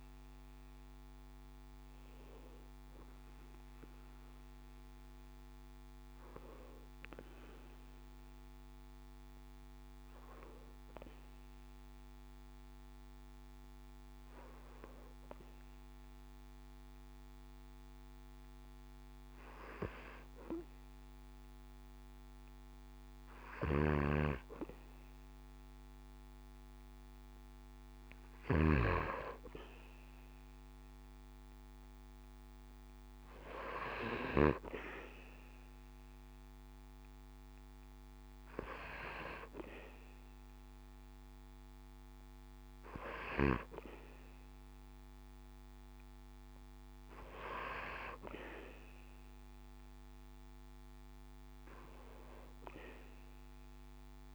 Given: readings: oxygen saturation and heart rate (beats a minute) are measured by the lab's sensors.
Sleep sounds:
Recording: breathing in sleep by a microphone on the trachea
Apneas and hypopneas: 1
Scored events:
9.50-23.00 s: hypopnea (oxygen 98% before, 95% lowest, heart rate 71 before, 66 extreme, up 4 after)
25.00-28.00 s: arousal
From the record:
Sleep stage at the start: N2 (light sleep)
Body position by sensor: on the back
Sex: male

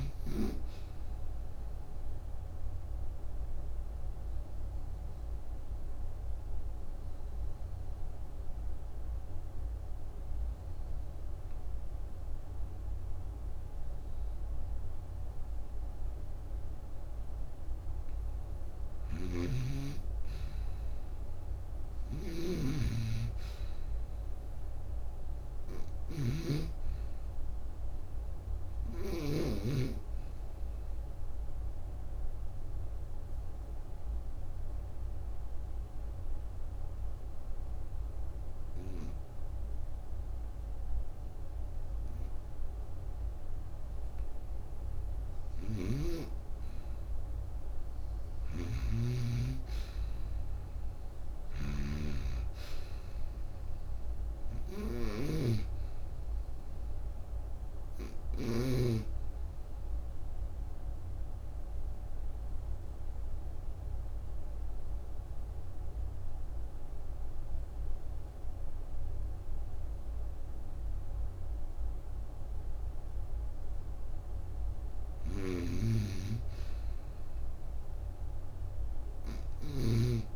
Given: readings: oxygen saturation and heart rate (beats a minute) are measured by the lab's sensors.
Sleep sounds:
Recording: breathing in sleep by a room microphone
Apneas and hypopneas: 3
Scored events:
3.00-18.00 s: obstructive apnea (oxygen 97% before, 86% lowest, heart rate 58 before, 59 extreme, up 10 after)
18.50-29.00 s: snoring (device-marked)
20.00-24.00 s: arousal
23.50-39.50 s: oxygen desaturation (device-marked, oxygen 93% before, 88% lowest, heart rate 62 before, 43 extreme)
31.00-44.50 s: obstructive apnea (oxygen 97% before, 86% lowest, heart rate 64 before, 43 extreme, up 5 after)
46.00-49.50 s: arousal
46.50-53.50 s: oxygen desaturation (device-marked, oxygen 91% before, 86% lowest, heart rate 63 before, 53 extreme)
48.00-58.50 s: snoring (device-marked)
60.00-73.00 s: obstructive apnea (oxygen 91% before, 88% lowest, heart rate 57 before, 57 extreme, up 5 after)
74.50-78.00 s: arousal
75.00-80.00 s: snoring (device-marked)
75.50-80.36 s: oxygen desaturation (device-marked, oxygen 93% before, 89% lowest, heart rate 61 before, 58 extreme)
From the record:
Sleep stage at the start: N2 (light sleep)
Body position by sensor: on the right side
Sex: female

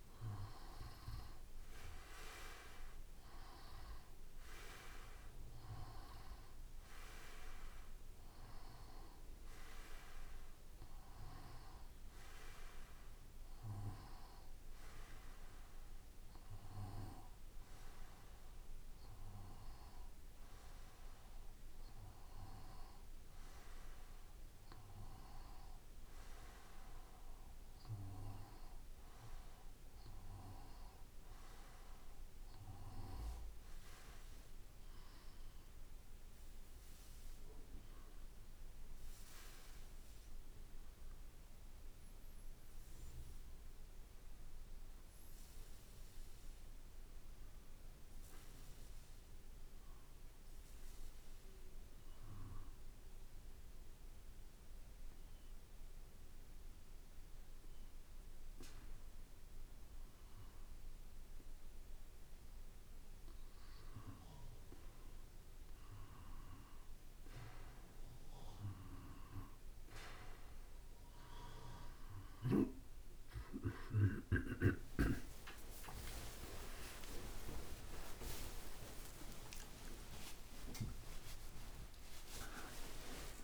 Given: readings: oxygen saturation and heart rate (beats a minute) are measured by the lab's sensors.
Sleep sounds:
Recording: breathing in sleep by a room microphone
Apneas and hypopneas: 2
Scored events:
12.50-15.50 s: arousal
18.50-32.00 s: hypopnea (oxygen 94% before, 91% lowest, heart rate 55 before, 54 extreme, up 2 after)
36.50-40.50 s: arousal
53.00-65.50 s: hypopnea (oxygen 95% before, 91% lowest, heart rate 56 before, 53 extreme, up 4 after)
70.50-82.50 s: oxygen desaturation (device-marked, oxygen 94% before, 91% lowest, heart rate 54 before, 57 extreme)
74.50-82.50 s: tachycardia (device-marked, heart rate 55 before, 179 extreme)
75.50-81.00 s: arousal
75.50-83.44 s: new sleep stage, N1 (lightest sleep)
76.50-78.50 s: long interval between heartbeats (device-marked, heart rate 56 before, 99 extreme)
78.50-83.44 s: drop in pulse transit time (device-marked, heart rate 61 before, 87 extreme)
80.00-82.00 s: long interval between heartbeats (device-marked, heart rate 66 before, 170 extreme)
From the record:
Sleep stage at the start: N2 (light sleep)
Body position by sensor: on the back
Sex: male

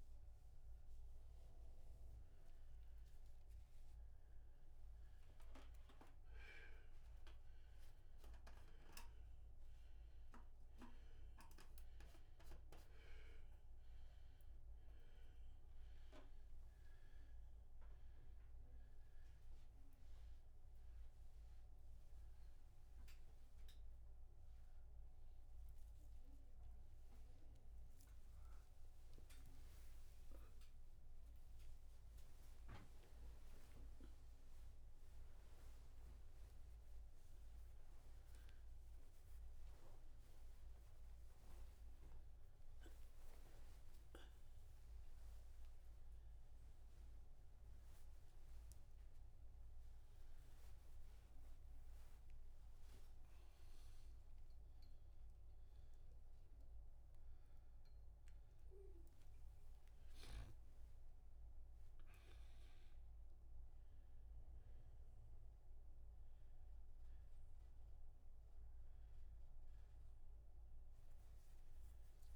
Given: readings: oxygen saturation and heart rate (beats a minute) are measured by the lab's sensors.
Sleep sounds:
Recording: a person awake in a sleep study, by a room microphone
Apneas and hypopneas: none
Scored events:
23.00-39.00 s: oxygen desaturation (device-marked, oxygen 96% before, 91% lowest)
64.00-72.36 s: oxygen desaturation (device-marked, oxygen 97% before, 93% lowest)
From the record:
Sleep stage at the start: awake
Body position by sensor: on the back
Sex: male

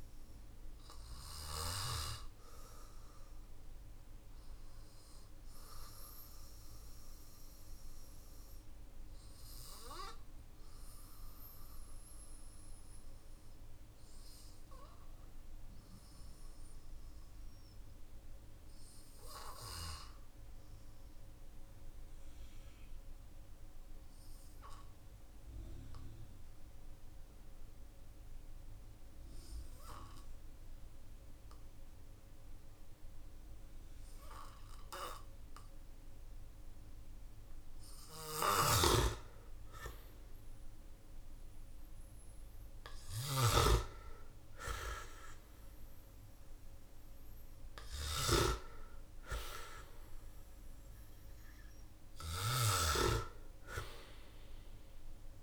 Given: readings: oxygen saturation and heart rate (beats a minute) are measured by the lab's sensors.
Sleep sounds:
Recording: breathing in sleep by a room microphone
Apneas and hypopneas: 1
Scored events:
0.00-1.00 s: snoring (device-marked)
3.00-37.50 s: mixed apnea (oxygen 99% before, 91% lowest, heart rate 52 before, 46 extreme, up 8 after)
37.50-55.43 s: snoring (device-marked)
38.50-43.50 s: arousal
39.00-55.43 s: oxygen desaturation (device-marked, oxygen 98% before, 91% lowest, heart rate 52 before, 46 extreme)
From the record:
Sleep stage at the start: N2 (light sleep)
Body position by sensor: on the back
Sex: male

